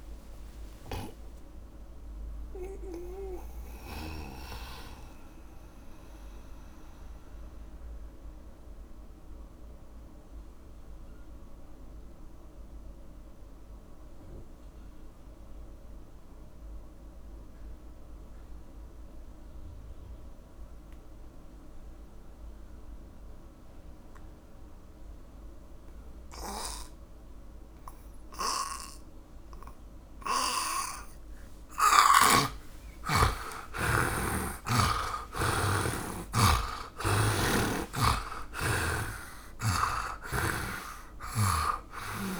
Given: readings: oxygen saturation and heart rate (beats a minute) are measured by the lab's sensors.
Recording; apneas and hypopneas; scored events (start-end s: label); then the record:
breathing in sleep by a room microphone; 1
0.00-19.00 s: oxygen desaturation (device-marked, oxygen 78% lowest)
1.00-4.50 s: snoring (device-marked)
5.50-31.50 s: mixed apnea (oxygen 100% before, 78% lowest)
31.00-42.40 s: oxygen desaturation (device-marked, oxygen 100% before, 79% lowest)
33.50-37.50 s: arousal
37.50-42.40 s: snoring (device-marked)
From the record:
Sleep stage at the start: N2 (light sleep); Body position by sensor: on the back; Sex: male